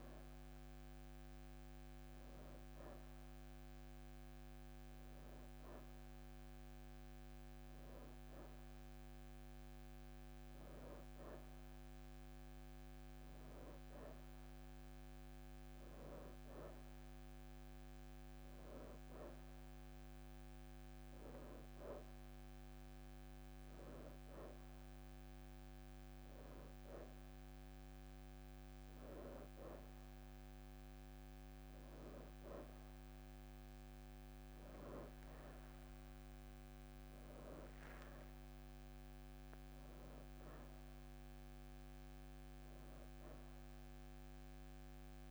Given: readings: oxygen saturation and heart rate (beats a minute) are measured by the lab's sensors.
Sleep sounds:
breathing in sleep by a microphone on the trachea; none
34.00-38.00 s: arousal
36.50-38.00 s: leg movement (device-marked)
From the record:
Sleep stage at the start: N2 (light sleep); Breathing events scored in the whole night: 170 in 4.5 hours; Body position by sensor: on the right side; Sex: female

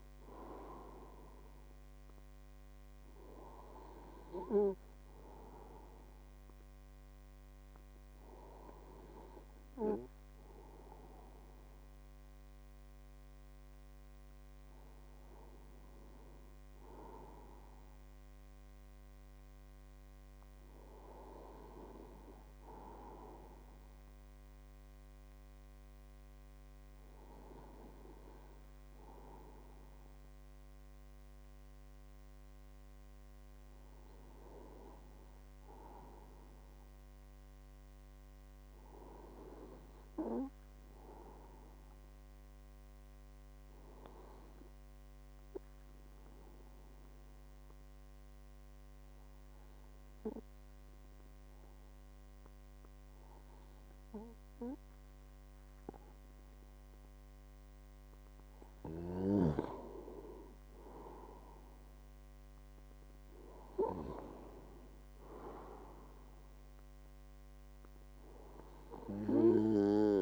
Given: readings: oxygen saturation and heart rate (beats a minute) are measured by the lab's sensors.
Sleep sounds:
breathing in sleep by a microphone on the trachea; 1
25.00-58.00 s: hypopnea (oxygen 98% before, 93% lowest, heart rate 52 before, 49 extreme, up 6 after)
60.00-63.00 s: arousal
From the record:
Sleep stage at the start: N2 (light sleep); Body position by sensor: on the right side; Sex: male

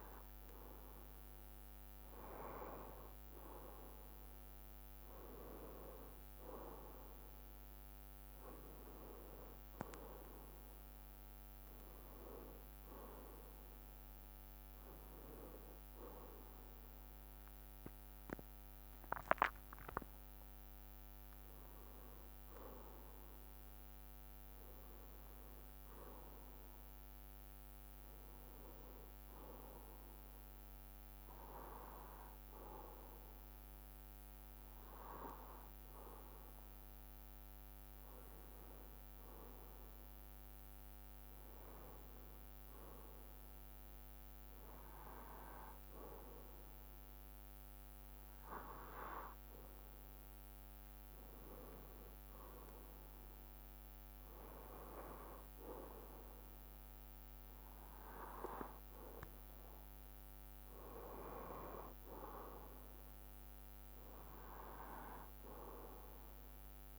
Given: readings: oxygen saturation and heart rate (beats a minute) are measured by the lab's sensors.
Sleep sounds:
breathing in sleep by a microphone on the trachea; none
17.50-21.50 s: arousal
23.00-25.00 s: bradycardia (device-marked, heart rate 58 before, 62 extreme)
32.00-52.00 s: bradycardia (device-marked, heart rate 58 before, 57 extreme)
54.00-66.99 s: bradycardia (device-marked, heart rate 59 before, 53 extreme)
From the record:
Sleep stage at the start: N2 (light sleep); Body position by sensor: on the left side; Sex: male

